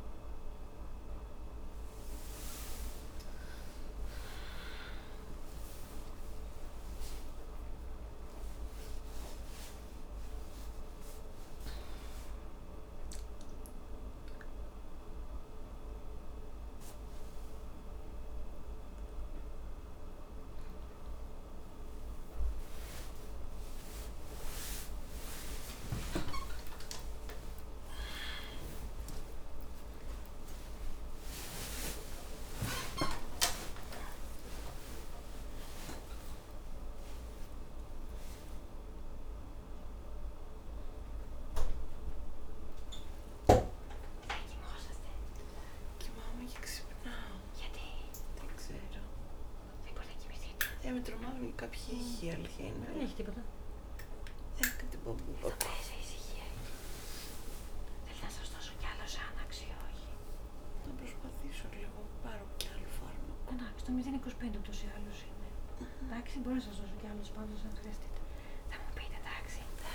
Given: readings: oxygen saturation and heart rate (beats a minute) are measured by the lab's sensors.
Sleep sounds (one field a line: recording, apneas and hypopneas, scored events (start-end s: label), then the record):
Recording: a person awake in a sleep study, by a room microphone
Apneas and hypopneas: none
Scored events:
1.50-69.95 s: new sleep stage, awake
From the record:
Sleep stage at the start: N1 (lightest sleep)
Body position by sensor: on the back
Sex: female